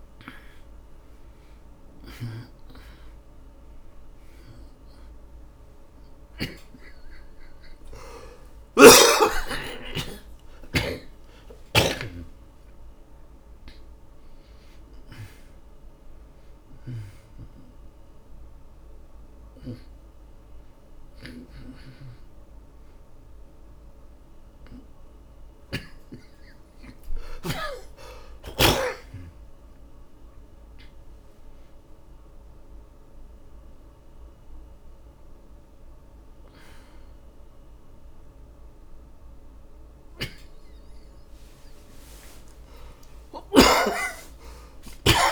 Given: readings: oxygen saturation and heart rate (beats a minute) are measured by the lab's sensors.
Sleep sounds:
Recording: a person awake in a sleep study, by a room microphone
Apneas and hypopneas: none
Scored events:
0.00-9.50 s: oxygen desaturation (device-marked, oxygen 92% lowest)
9.00-28.00 s: snoring (device-marked)
11.50-34.50 s: oxygen desaturation (device-marked, oxygen 94% before, 87% lowest)
From the record:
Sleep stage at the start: awake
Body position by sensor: on the back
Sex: male

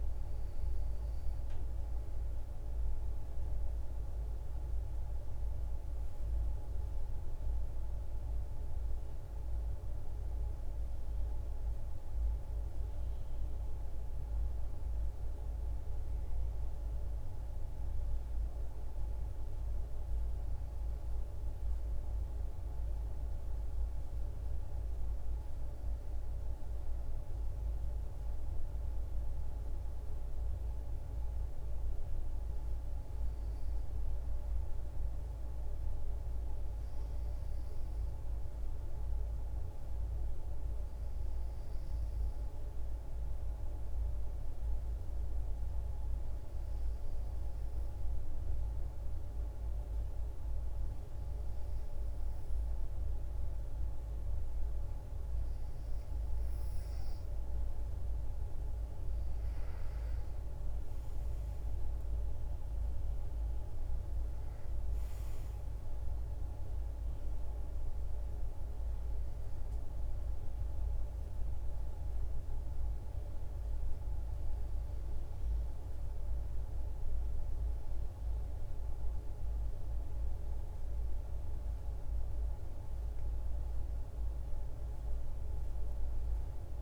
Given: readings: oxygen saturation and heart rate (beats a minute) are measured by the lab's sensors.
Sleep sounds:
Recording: breathing in sleep, hard to hear, by a room microphone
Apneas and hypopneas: 1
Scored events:
42.50-56.00 s: hypopnea (oxygen 95% before, 90% lowest, heart rate 55 before, 53 extreme, up 6 after)
60.00-84.00 s: oxygen desaturation (device-marked, oxygen 93% before, 90% lowest, heart rate 56 before, 53 extreme)
60.50-64.50 s: arousal
From the record:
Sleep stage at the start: N2 (light sleep)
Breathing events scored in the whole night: 464 in 7.3 hours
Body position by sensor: on the back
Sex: female

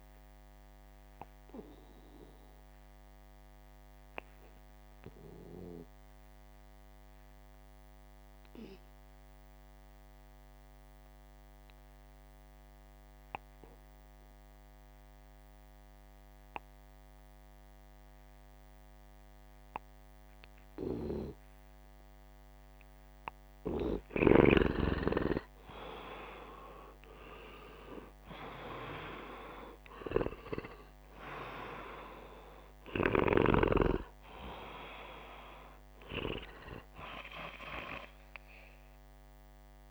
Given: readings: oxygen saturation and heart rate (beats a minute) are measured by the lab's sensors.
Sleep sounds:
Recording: breathing in sleep by a microphone on the trachea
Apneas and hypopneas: 1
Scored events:
0.00-9.00 s: oxygen desaturation (device-marked, oxygen 92% lowest, heart rate 68 extreme)
0.50-23.00 s: obstructive apnea (oxygen 98% before, 86% lowest, heart rate 65 before, 68 extreme, up 6 after)
22.00-39.91 s: oxygen desaturation (device-marked, oxygen 97% before, 86% lowest, heart rate 69 before, 64 extreme)
25.50-31.00 s: arousal
From the record:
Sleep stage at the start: N2 (light sleep)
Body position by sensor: upright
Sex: male

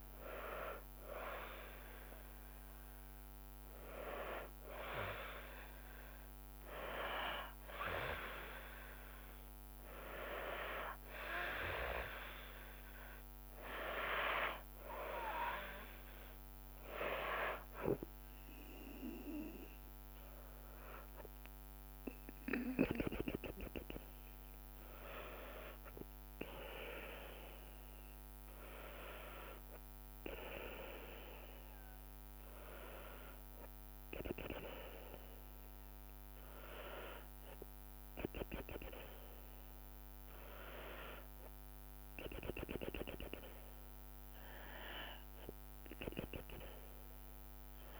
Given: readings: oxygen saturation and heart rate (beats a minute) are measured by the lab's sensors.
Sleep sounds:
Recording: breathing in sleep by a microphone on the trachea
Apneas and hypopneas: none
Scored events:
0.00-15.50 s: tachycardia (device-marked, heart rate 147 extreme)
15.50-19.50 s: drop in pulse transit time (device-marked, heart rate 114 before, 99 extreme)
27.50-29.50 s: tachycardia (device-marked, heart rate 90 before, 94 extreme)
35.50-48.00 s: tachycardia (device-marked, heart rate 90 before, 179 extreme)
From the record:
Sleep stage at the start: N2 (light sleep)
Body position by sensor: on the back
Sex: female

